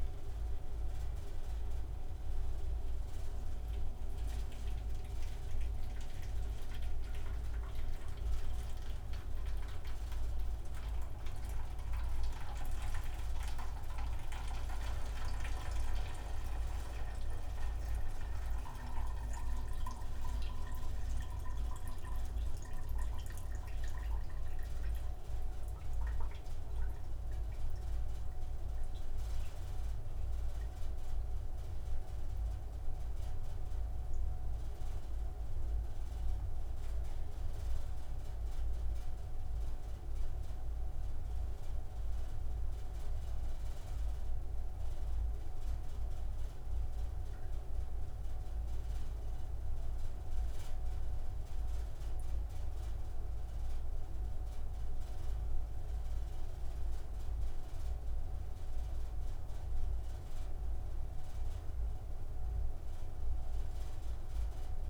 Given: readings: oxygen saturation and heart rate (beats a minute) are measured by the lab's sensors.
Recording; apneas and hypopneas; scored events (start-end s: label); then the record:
a person awake in a sleep study, by a room microphone; none
none scored
From the record:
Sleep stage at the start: awake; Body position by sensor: upright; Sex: male